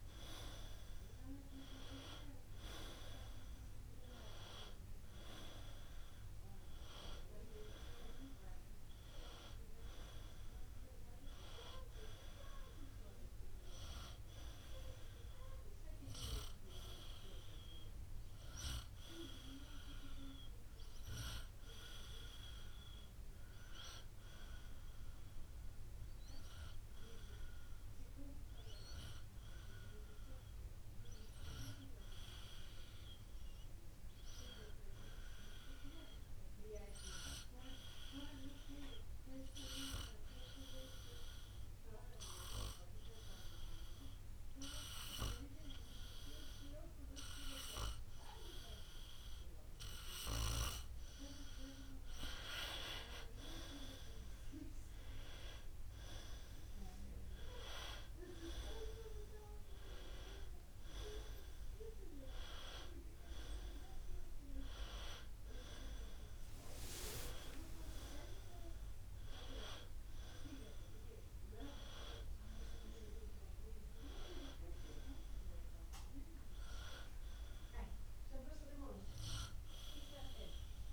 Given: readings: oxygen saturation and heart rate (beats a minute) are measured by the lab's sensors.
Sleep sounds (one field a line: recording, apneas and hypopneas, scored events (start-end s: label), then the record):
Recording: breathing in sleep by a room microphone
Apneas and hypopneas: 1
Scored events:
24.50-51.50 s: obstructive apnea (oxygen 96% before, 92% lowest, heart rate 58 before, 46 extreme, up 5 after)
54.00-58.50 s: arousal
From the record:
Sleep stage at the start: N2 (light sleep)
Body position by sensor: on the right side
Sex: male